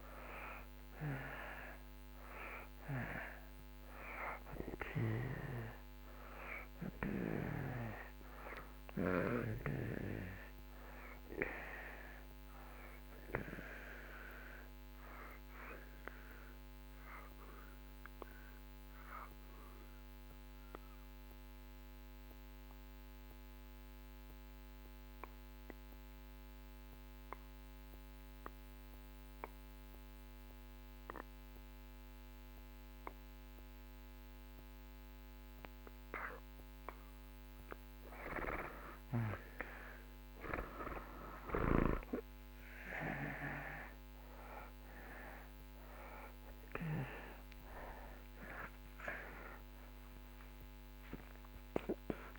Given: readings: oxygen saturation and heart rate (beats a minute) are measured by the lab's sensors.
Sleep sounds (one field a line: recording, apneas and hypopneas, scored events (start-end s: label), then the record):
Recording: breathing in sleep by a microphone on the trachea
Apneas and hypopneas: 1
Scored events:
0.00-29.00 s: oxygen desaturation (device-marked, oxygen 80% lowest)
18.00-37.00 s: obstructive apnea (oxygen 96% before, 80% lowest)
44.00-52.39 s: oxygen desaturation (device-marked, oxygen 96% before, 82% lowest)
From the record:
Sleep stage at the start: N2 (light sleep)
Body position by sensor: on the back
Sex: male